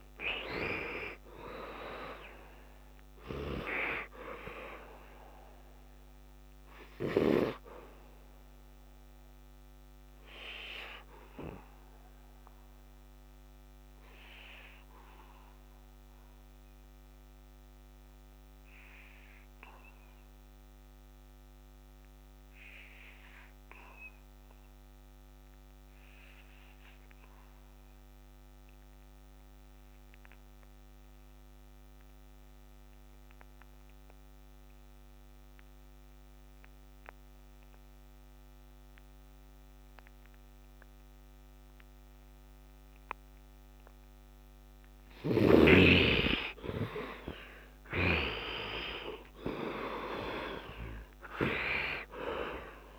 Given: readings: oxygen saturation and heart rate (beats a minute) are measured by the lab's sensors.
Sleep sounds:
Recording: breathing in sleep by a microphone on the trachea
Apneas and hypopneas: 1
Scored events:
0.00-19.50 s: oxygen desaturation (device-marked, oxygen 67% lowest, heart rate 64 extreme)
7.50-43.00 s: obstructive apnea (oxygen 99% before, 65% lowest, heart rate 82 before, 63 extreme, up 10 after)
29.50-52.99 s: oxygen desaturation (device-marked, oxygen 100% before, 65% lowest, heart rate 68 before, 63 extreme)
46.00-51.50 s: arousal
From the record:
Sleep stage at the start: N2 (light sleep)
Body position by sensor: on the back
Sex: male

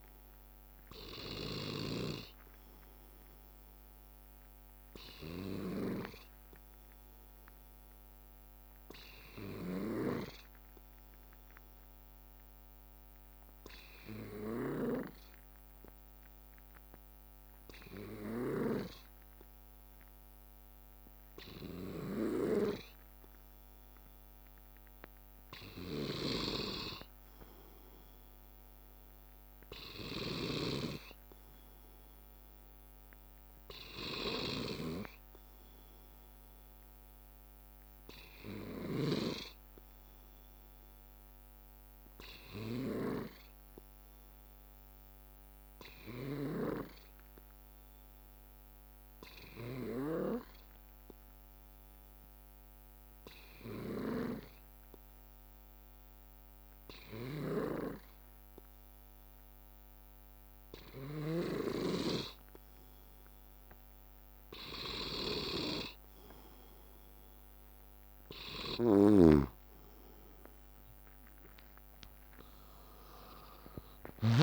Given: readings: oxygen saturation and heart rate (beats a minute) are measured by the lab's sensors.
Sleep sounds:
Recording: breathing in sleep by a microphone on the trachea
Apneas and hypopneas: 2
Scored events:
1.50-7.50 s: bradycardia (device-marked, heart rate 70 before, 58 extreme)
9.50-21.50 s: obstructive apnea (oxygen 95% before, 91% lowest, heart rate 62 before, 56 extreme, up 2 after)
17.50-21.50 s: bradycardia (device-marked, heart rate 70 before, 59 extreme)
22.50-24.50 s: bradycardia (device-marked, heart rate 70 before, 59 extreme)
23.50-28.00 s: arousal
26.50-35.50 s: bradycardia (device-marked, heart rate 70 before, 56 extreme)
30.50-35.00 s: snoring (device-marked)
41.50-47.50 s: bradycardia (device-marked, heart rate 70 before, 58 extreme)
43.00-61.50 s: obstructive apnea (oxygen 96% before, 91% lowest, heart rate 59 before, 58 extreme, up 7 after)
53.50-59.50 s: bradycardia (device-marked, heart rate 70 before, 59 extreme)
66.50-74.43 s: oxygen desaturation (device-marked, oxygen 95% before, 91% lowest, heart rate 60 before, 55 extreme)
69.00-74.43 s: snoring (device-marked)
71.50-74.43 s: drop in pulse transit time (device-marked, heart rate 62 before, 65 extreme)
73.00-74.43 s: arousal
From the record:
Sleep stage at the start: N2 (light sleep)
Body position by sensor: on the back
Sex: male

